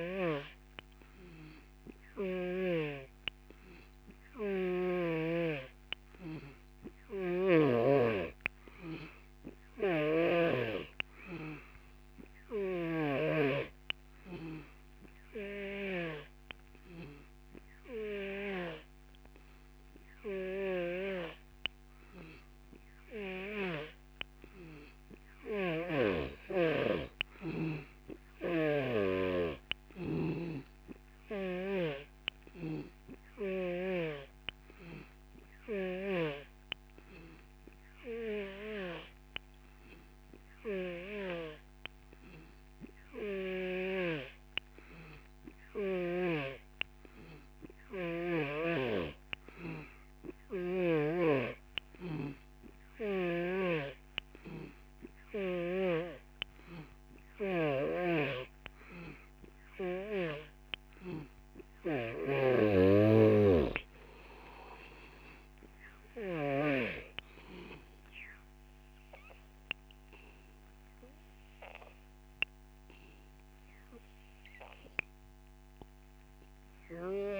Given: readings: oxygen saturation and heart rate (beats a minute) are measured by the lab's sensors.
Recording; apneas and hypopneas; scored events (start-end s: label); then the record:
breathing in sleep by a microphone on the trachea; none
7.00-10.50 s: snoring (device-marked)
12.50-24.00 s: snoring (device-marked)
28.50-41.50 s: snoring (device-marked)
53.50-58.00 s: snoring (device-marked)
60.00-66.50 s: snoring (device-marked)
From the record:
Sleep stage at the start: N3 (deep sleep); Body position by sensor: on the back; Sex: male